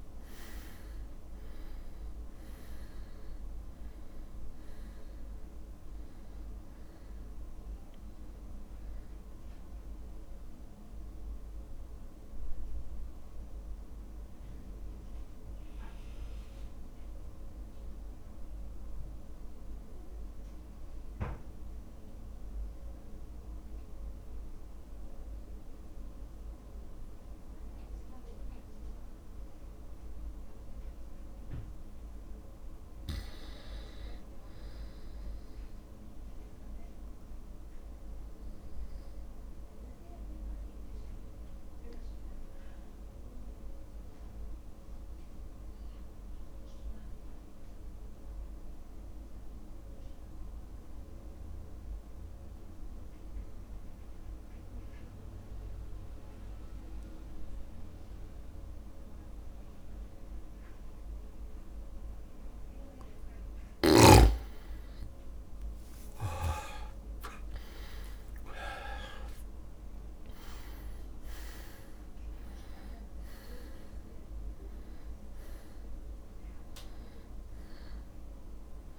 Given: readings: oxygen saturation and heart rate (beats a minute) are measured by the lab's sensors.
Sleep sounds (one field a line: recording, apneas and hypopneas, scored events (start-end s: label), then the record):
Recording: breathing in sleep, hard to hear, by a room microphone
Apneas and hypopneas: 2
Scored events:
0.00-17.50 s: drop in pulse transit time (device-marked, heart rate 51 extreme)
0.00-30.50 s: oxygen desaturation (device-marked, oxygen 85% lowest, heart rate 51 extreme)
13.50-31.50 s: mixed apnea (oxygen 99% before, 82% lowest, heart rate 54 before, 52 extreme, up 1 after)
33.00-37.00 s: arousal
40.00-62.50 s: obstructive apnea (oxygen 100% before, 82% lowest, heart rate 52 before, 52 extreme, up 13 after)
42.50-59.50 s: oxygen desaturation (device-marked, oxygen 100% before, 93% lowest, heart rate 52 before, 52 extreme)
63.50-68.50 s: arousal
66.50-68.50 s: long interval between heartbeats (device-marked, heart rate 53 before, 63 extreme)
67.50-78.99 s: oxygen desaturation (device-marked, oxygen 96% before, 82% lowest, heart rate 53 before, 53 extreme)
71.50-78.99 s: drop in pulse transit time (device-marked, heart rate 56 before, 53 extreme)
From the record:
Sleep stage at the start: REM sleep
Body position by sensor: on the back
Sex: male